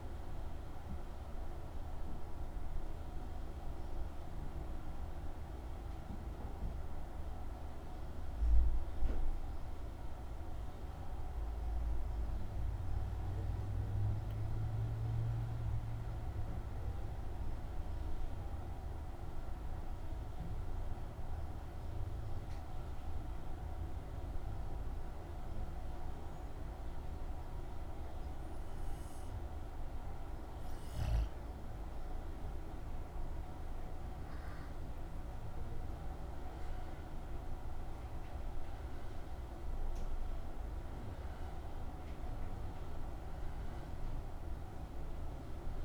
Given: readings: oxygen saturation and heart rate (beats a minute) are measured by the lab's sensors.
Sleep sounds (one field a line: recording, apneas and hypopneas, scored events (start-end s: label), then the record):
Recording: breathing in sleep, hard to hear, by a room microphone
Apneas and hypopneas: 1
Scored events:
2.50-29.50 s: mixed apnea (oxygen 99% before, 90% lowest, heart rate 76 before, 74 extreme, up 0 after)
32.00-36.00 s: arousal
From the record:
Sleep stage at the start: N2 (light sleep)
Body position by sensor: on the back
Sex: male